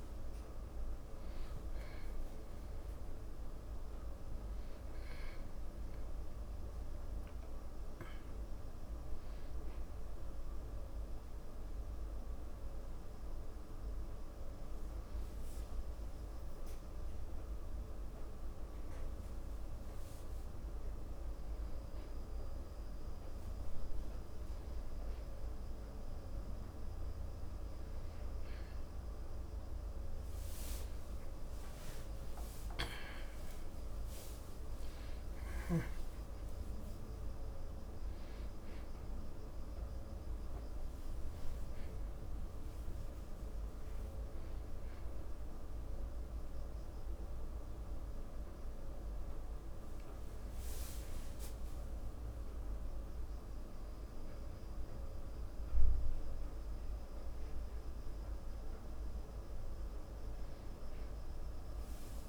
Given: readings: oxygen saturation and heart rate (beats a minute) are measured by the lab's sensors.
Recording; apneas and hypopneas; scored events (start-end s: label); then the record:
a person awake in a sleep study, hard to hear, by a room microphone; none
32.00-36.00 s: arousal
From the record:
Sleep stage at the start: awake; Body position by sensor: on the back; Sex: male